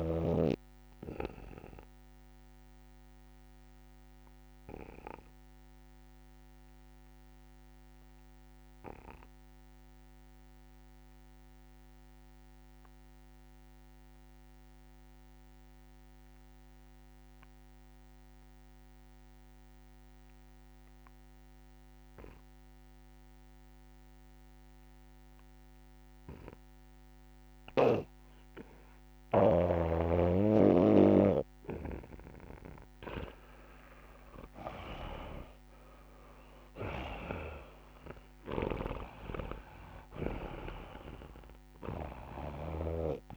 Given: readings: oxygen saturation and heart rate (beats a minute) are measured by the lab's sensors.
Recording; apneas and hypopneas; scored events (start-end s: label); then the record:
breathing in sleep by a microphone on the trachea; 1
0.00-14.00 s: oxygen desaturation (device-marked, oxygen 77% lowest, heart rate 69 extreme)
0.50-31.50 s: obstructive apnea (oxygen 97% before, 75% lowest, heart rate 76 before, 66 extreme, up 14 after)
23.00-43.37 s: oxygen desaturation (device-marked, oxygen 98% before, 75% lowest, heart rate 73 before, 66 extreme)
30.00-43.37 s: snoring (device-marked)
34.00-37.50 s: arousal
34.50-36.50 s: long interval between heartbeats (device-marked, heart rate 71 before, 83 extreme)
From the record:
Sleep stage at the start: N2 (light sleep); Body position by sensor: on the back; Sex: male